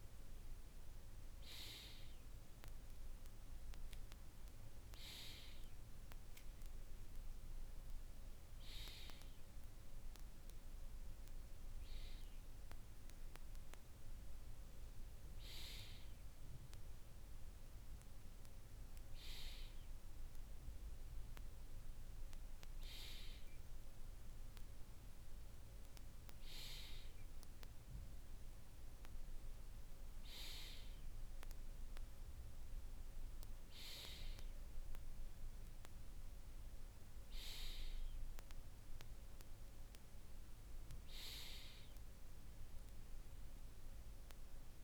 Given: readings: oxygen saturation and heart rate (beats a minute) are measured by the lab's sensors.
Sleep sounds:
breathing in sleep by a room microphone; none
none scored
From the record:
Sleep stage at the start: N2 (light sleep); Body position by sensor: on the right side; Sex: male

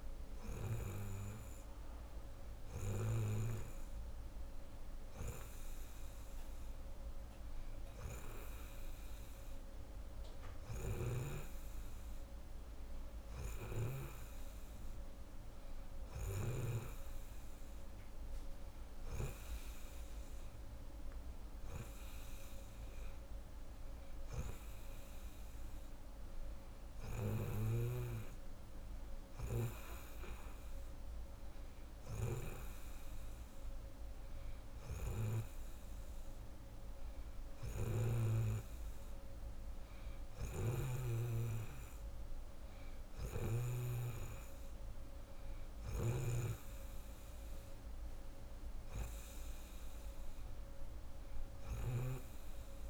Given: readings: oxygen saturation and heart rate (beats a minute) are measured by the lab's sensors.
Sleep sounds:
breathing in sleep by a room microphone; none
10.50-14.00 s: snoring (device-marked)
37.50-41.00 s: snoring (device-marked)
45.50-52.00 s: snoring (device-marked)
From the record:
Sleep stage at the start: N2 (light sleep); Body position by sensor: on the right side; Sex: female

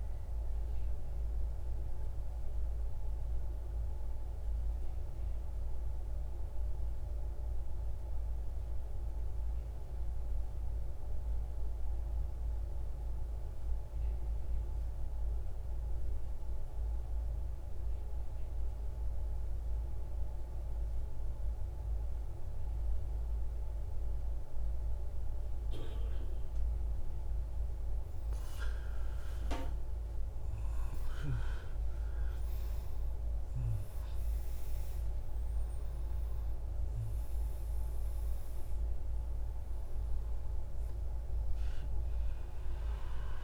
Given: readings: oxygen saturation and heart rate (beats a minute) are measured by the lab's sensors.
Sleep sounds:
breathing in sleep, hard to hear, by a room microphone; 1
1.50-26.50 s: mixed apnea (oxygen 99% before, 90% lowest, heart rate 142 before, 34 extreme, up 55 after)
17.50-43.44 s: oxygen desaturation (device-marked, oxygen 98% before, 90% lowest, heart rate 99 before, 34 extreme)
28.50-33.50 s: arousal
From the record:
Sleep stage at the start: N2 (light sleep); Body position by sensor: on the right side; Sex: male

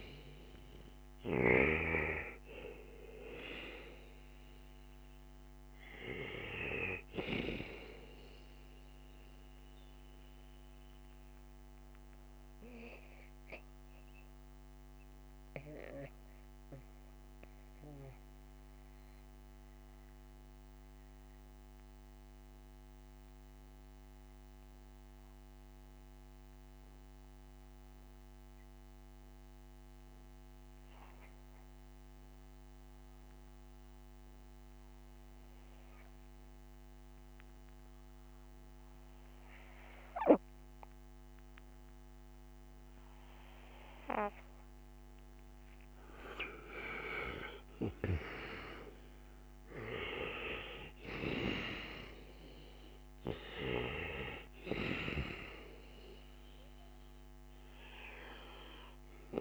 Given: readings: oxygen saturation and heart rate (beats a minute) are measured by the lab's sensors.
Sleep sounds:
breathing in sleep by a microphone on the trachea; 1
0.00-26.50 s: oxygen desaturation (device-marked, oxygen 82% lowest, heart rate 56 extreme)
9.00-46.00 s: mixed apnea (oxygen 98% before, 82% lowest, heart rate 61 before, 56 extreme, up 8 after)
40.50-59.41 s: oxygen desaturation (device-marked, oxygen 98% before, 82% lowest, heart rate 62 before, 56 extreme)
47.00-51.50 s: arousal
From the record:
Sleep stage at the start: N2 (light sleep); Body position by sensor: on the back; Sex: male

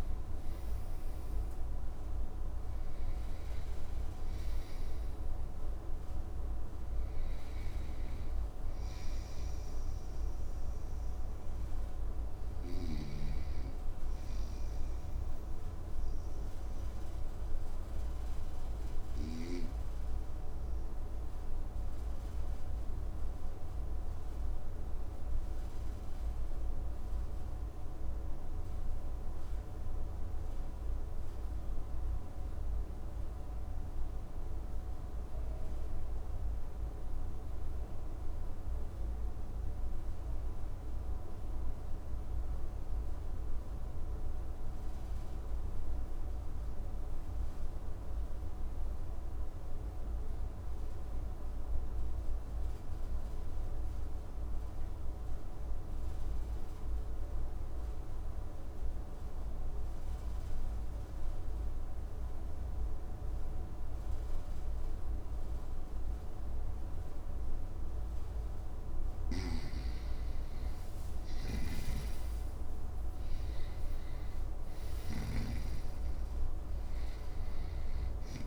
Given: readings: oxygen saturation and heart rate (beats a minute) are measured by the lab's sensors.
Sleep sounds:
breathing in sleep, hard to hear, by a room microphone; 1
0.00-29.00 s: oxygen desaturation (device-marked, oxygen 87% lowest, heart rate 55 extreme)
16.00-67.00 s: obstructive apnea (oxygen 94% before, 81% lowest, heart rate 68 before, 55 extreme, up 12 after)
32.00-62.00 s: new sleep stage, REM sleep
62.00-78.47 s: new sleep stage, N2 (light sleep)
67.00-78.47 s: oxygen desaturation (device-marked, oxygen 98% before, 81% lowest, heart rate 56 before, 61 extreme)
71.00-78.47 s: snoring (device-marked)
71.50-76.00 s: arousal
From the record:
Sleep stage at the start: N2 (light sleep); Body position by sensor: on the right side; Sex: male

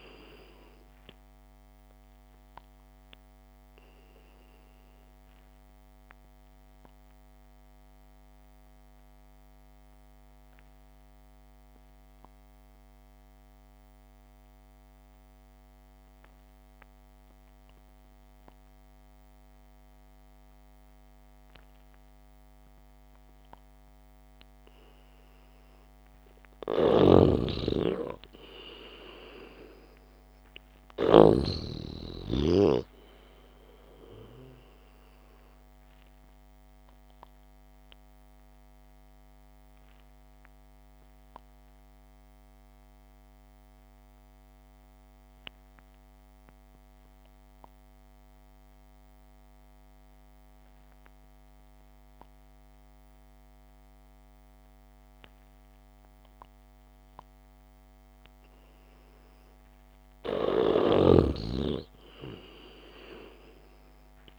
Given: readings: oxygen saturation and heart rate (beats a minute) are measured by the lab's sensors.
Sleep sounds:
breathing in sleep by a microphone on the trachea; 2
3.00-24.00 s: obstructive apnea (oxygen 97% before, 91% lowest, heart rate 61 before, 53 extreme)
16.00-24.00 s: oxygen desaturation (device-marked, oxygen 95% before, 91% lowest, heart rate 60 before, 53 extreme)
27.00-32.00 s: snoring (device-marked)
27.50-31.00 s: arousal
38.00-60.00 s: obstructive apnea (oxygen 98% before, 91% lowest, heart rate 60 before, 55 extreme, up 1 after)
54.00-60.00 s: oxygen desaturation (device-marked, oxygen 95% before, 92% lowest, heart rate 60 before, 55 extreme)
61.00-64.39 s: snoring (device-marked)
63.00-64.39 s: arousal
From the record:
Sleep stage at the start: N2 (light sleep); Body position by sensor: on the back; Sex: male

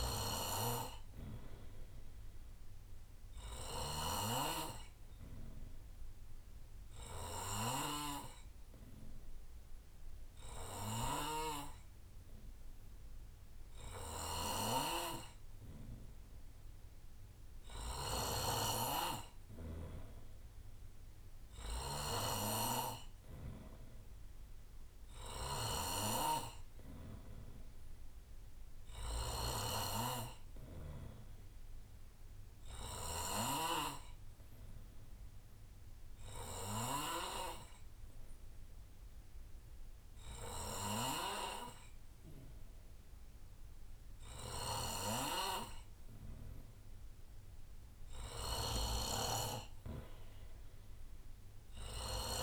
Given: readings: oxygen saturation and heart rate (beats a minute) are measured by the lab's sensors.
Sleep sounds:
breathing in sleep by a room microphone; 2
0.00-37.50 s: snoring (device-marked)
5.00-16.00 s: hypopnea (oxygen 95% before, 91% lowest, heart rate 69 before, 69 extreme, up 2 after)
19.00-23.50 s: arousal
34.00-45.00 s: hypopnea (oxygen 94% before, 90% lowest, heart rate 70 before, 68 extreme, up 3 after)
44.50-52.42 s: snoring (device-marked)
47.50-51.50 s: arousal
50.50-52.42 s: oxygen desaturation (device-marked, oxygen 94% before, 91% lowest, heart rate 70 before, 69 extreme)
From the record:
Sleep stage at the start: N3 (deep sleep); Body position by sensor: on the right side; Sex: male

